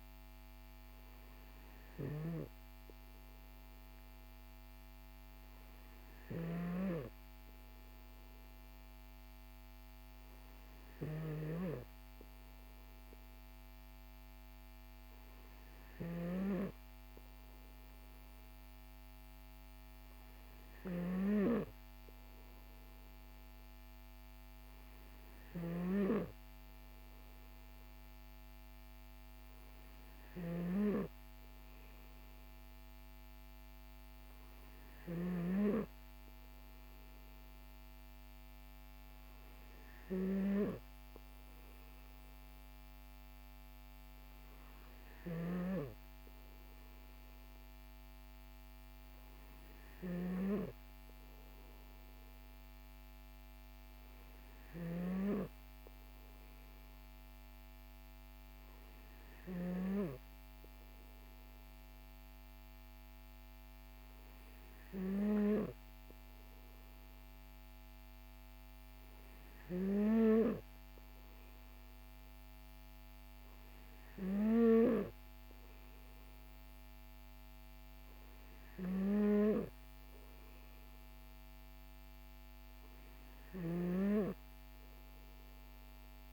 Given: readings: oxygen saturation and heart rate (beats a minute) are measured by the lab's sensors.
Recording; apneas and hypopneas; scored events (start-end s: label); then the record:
breathing in sleep by a microphone on the trachea; none
none scored
From the record:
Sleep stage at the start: N2 (light sleep); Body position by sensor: on the back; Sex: male